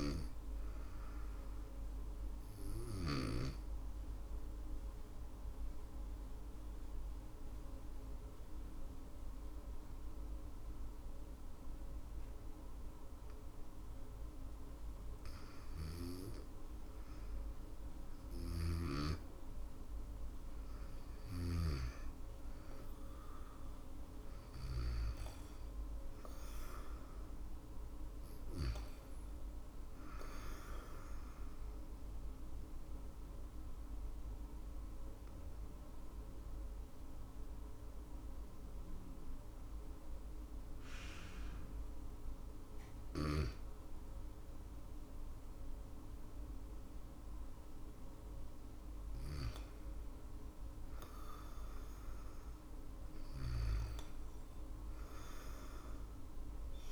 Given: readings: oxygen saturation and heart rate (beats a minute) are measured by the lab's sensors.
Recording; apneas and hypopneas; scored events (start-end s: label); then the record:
breathing in sleep by a room microphone; 2
0.00-7.50 s: oxygen desaturation (device-marked, oxygen 92% lowest, heart rate 66 extreme)
2.50-14.50 s: obstructive apnea (oxygen 99% before, 92% lowest, heart rate 74 before, 62 extreme, up 4 after)
17.50-21.00 s: arousal
30.50-43.00 s: obstructive apnea (oxygen 99% before, 91% lowest, heart rate 70 before, 58 extreme, up 8 after)
30.50-56.92 s: new sleep stage, REM sleep
36.50-47.50 s: drop in pulse transit time (device-marked, heart rate 69 before, 62 extreme)
45.50-49.50 s: arousal
From the record:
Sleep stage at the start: N2 (light sleep); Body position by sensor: on the back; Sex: female